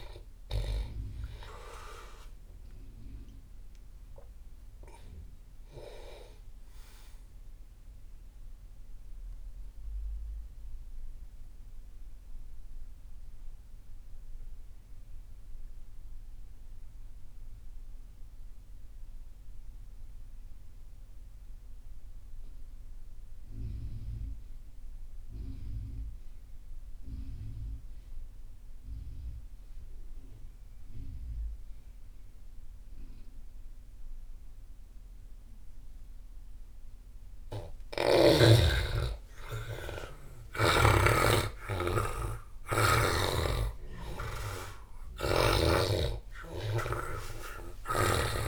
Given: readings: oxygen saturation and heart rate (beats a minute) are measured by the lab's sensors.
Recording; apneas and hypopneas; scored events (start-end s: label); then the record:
breathing in sleep by a room microphone; 1
0.00-20.00 s: oxygen desaturation (device-marked, oxygen 81% lowest)
8.50-37.00 s: mixed apnea (oxygen 97% before, 81% lowest)
36.00-48.48 s: oxygen desaturation (device-marked, oxygen 98% before, 84% lowest)
38.00-42.50 s: arousal
From the record:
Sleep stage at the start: N2 (light sleep); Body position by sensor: on the back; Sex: male